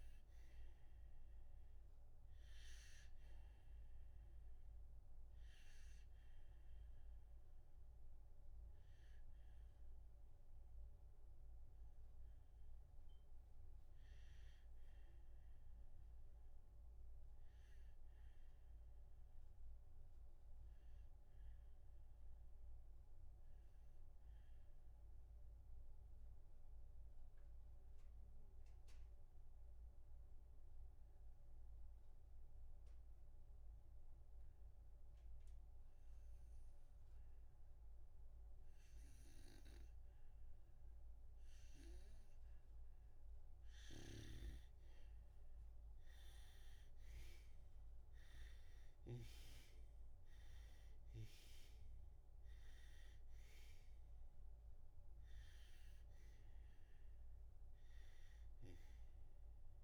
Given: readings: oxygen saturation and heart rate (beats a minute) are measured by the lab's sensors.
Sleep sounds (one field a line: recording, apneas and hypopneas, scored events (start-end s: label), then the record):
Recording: breathing in sleep by a room microphone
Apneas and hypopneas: 1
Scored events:
0.00-5.00 s: oxygen desaturation (device-marked, oxygen 90% lowest, heart rate 60 extreme)
6.00-42.50 s: obstructive apnea (oxygen 95% before, 88% lowest, heart rate 66 before, 59 extreme, up 5 after)
41.00-59.84 s: oxygen desaturation (device-marked, oxygen 98% before, 88% lowest, heart rate 61 before, 60 extreme)
44.00-49.50 s: snoring (device-marked)
45.50-49.50 s: arousal
From the record:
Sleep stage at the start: N2 (light sleep)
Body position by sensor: on the back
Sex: male